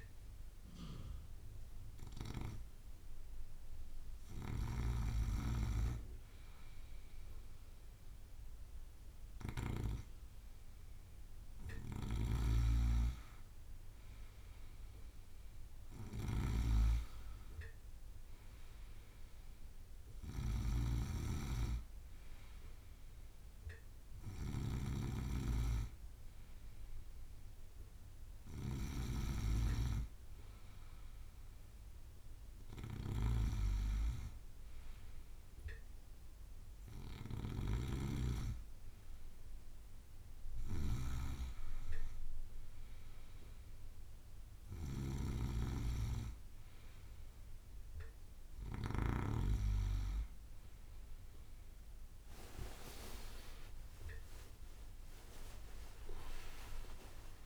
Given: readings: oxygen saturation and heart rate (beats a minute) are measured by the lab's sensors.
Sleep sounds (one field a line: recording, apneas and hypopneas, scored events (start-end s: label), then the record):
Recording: breathing in sleep by a room microphone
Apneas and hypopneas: 1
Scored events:
0.00-14.00 s: bradycardia (device-marked, heart rate 56 extreme)
2.50-12.50 s: hypopnea (oxygen 98% before, 95% lowest, heart rate 60 before, 56 extreme, up 5 after)
4.50-10.00 s: snoring (device-marked)
12.00-49.50 s: snoring (device-marked)
17.00-19.00 s: bradycardia (device-marked, heart rate 60 before, 60 extreme)
21.00-31.00 s: bradycardia (device-marked, heart rate 60 before, 57 extreme)
37.00-39.00 s: bradycardia (device-marked, heart rate 61 before, 60 extreme)
44.00-57.46 s: new sleep stage, awake
46.00-50.00 s: bradycardia (device-marked, heart rate 61 before, 58 extreme)
53.50-55.50 s: long interval between heartbeats (device-marked, heart rate 60 before, 96 extreme)
55.00-57.46 s: drop in pulse transit time (device-marked, heart rate 64 before, 47 extreme)
From the record:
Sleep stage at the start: N2 (light sleep)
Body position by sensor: on the right side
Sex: male